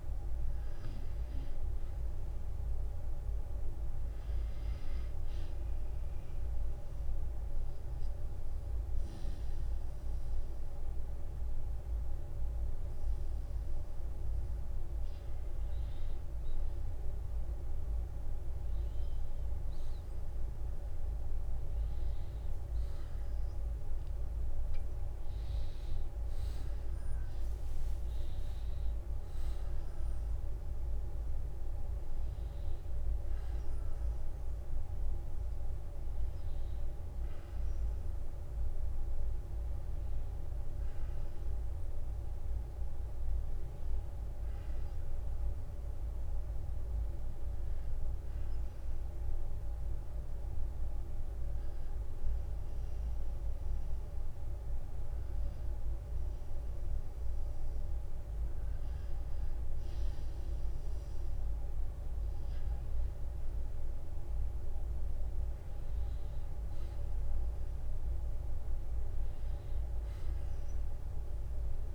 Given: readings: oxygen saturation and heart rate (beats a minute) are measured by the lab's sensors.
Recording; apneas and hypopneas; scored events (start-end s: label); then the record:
breathing in sleep, hard to hear, by a room microphone; 2
0.00-1.50 s: arousal
5.00-15.00 s: obstructive apnea (oxygen 95% before, 89% lowest, heart rate 58 before, 47 extreme, up 1 after)
21.00-26.50 s: arousal
27.00-29.00 s: long interval between heartbeats (device-marked, heart rate 58 before, 69 extreme)
38.50-40.50 s: long interval between heartbeats (device-marked, heart rate 60 before, 66 extreme)
49.50-60.50 s: hypopnea (oxygen 92% before, 90% lowest, heart rate 62 before, 41 extreme, up 22 after)
52.50-54.50 s: long interval between heartbeats (device-marked, heart rate 62 before, 64 extreme)
55.50-57.50 s: long interval between heartbeats (device-marked, heart rate 61 before, 56 extreme)
57.50-59.50 s: long interval between heartbeats (device-marked, heart rate 61 before, 55 extreme)
62.50-66.00 s: arousal
From the record:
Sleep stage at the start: N2 (light sleep); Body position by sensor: on the back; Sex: male